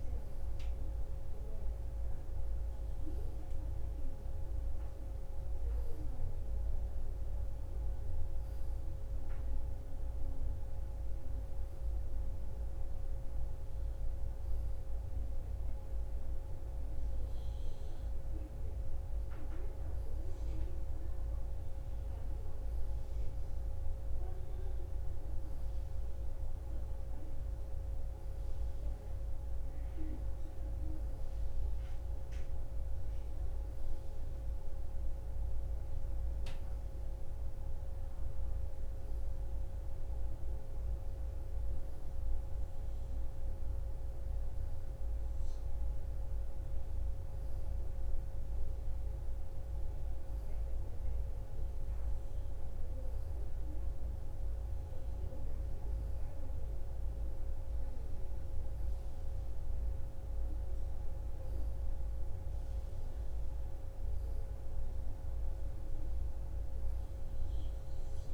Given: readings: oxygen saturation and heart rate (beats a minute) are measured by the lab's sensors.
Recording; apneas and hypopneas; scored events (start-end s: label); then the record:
breathing in sleep, hard to hear, by a room microphone; none
none scored
From the record:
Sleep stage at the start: N1 (lightest sleep); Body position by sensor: on the right side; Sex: female